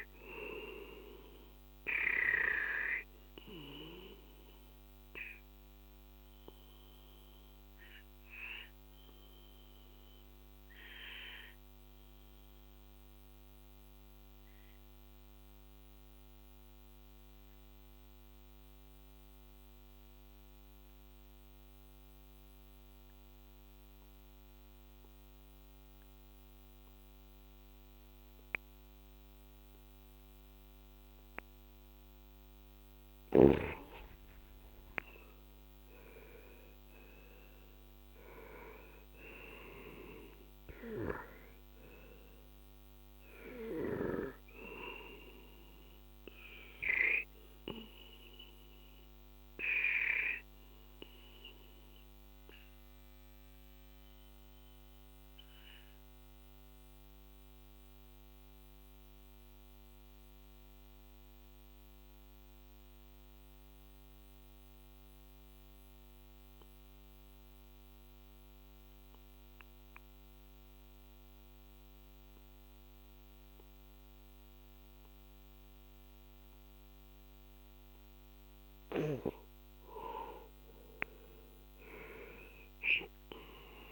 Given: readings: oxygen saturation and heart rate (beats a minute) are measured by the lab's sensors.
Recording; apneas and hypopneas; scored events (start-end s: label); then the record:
breathing in sleep by a microphone on the trachea; 2
0.00-14.50 s: oxygen desaturation (device-marked, oxygen 91% lowest, heart rate 40 extreme)
1.00-31.50 s: obstructive apnea (oxygen 97% before, 91% lowest, heart rate 51 before, 38 extreme, up 11 after)
29.50-45.50 s: oxygen desaturation (device-marked, oxygen 98% before, 92% lowest, heart rate 44 before, 38 extreme)
34.00-38.50 s: arousal
46.00-79.00 s: obstructive apnea (oxygen 98% before, 91% lowest, heart rate 53 before, 38 extreme, up 11 after)
79.50-83.92 s: oxygen desaturation (device-marked, oxygen 97% before, 92% lowest, heart rate 45 before, 40 extreme)
80.50-83.92 s: arousal
From the record:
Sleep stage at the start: N2 (light sleep); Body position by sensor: on the back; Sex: male